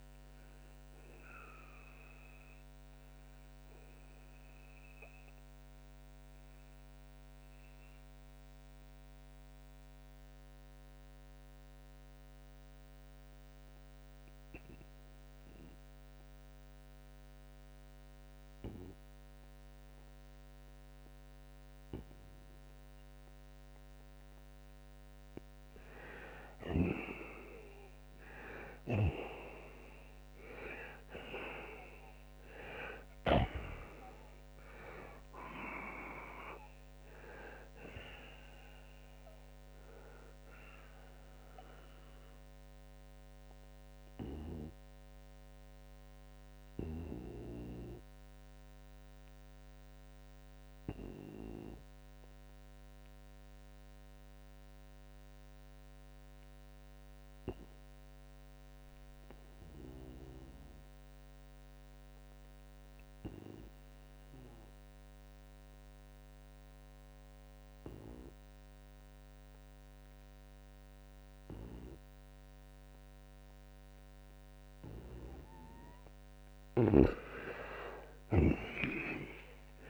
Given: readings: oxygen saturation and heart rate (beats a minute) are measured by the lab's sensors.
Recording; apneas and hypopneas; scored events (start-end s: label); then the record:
breathing in sleep by a microphone on the trachea; 2
0.00-3.00 s: oxygen desaturation (device-marked, oxygen 91% lowest, heart rate 66 extreme)
3.00-24.00 s: obstructive apnea (oxygen 95% before, 84% lowest, heart rate 89 before, 66 extreme, up 11 after)
9.00-24.00 s: oxygen desaturation (device-marked, oxygen 92% before, 84% lowest, heart rate 83 before, 69 extreme)
26.00-31.00 s: arousal
39.00-73.00 s: oxygen desaturation (device-marked, oxygen 95% before, 85% lowest, heart rate 83 before, 60 extreme)
42.50-74.50 s: obstructive apnea (oxygen 95% before, 84% lowest, heart rate 84 before, 60 extreme)
76.50-79.90 s: arousal
From the record:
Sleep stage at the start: N2 (light sleep); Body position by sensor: on the right side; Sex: male